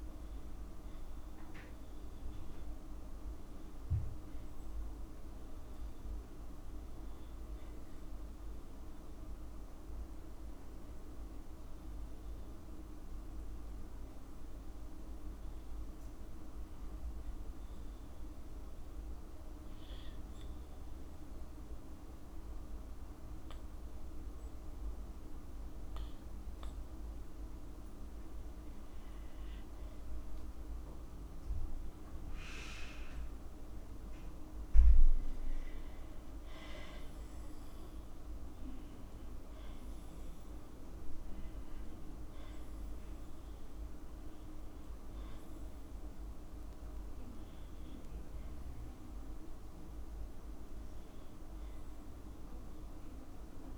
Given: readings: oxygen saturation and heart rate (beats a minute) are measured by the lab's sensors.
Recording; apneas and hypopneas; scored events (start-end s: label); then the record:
breathing in sleep, hard to hear, by a room microphone; 1
3.50-7.50 s: arousal
11.50-25.00 s: obstructive apnea (oxygen 97% before, 94% lowest, heart rate 64 before, 55 extreme, up 0 after)
28.00-31.50 s: arousal
From the record:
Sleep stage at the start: N2 (light sleep); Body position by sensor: on the back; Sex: female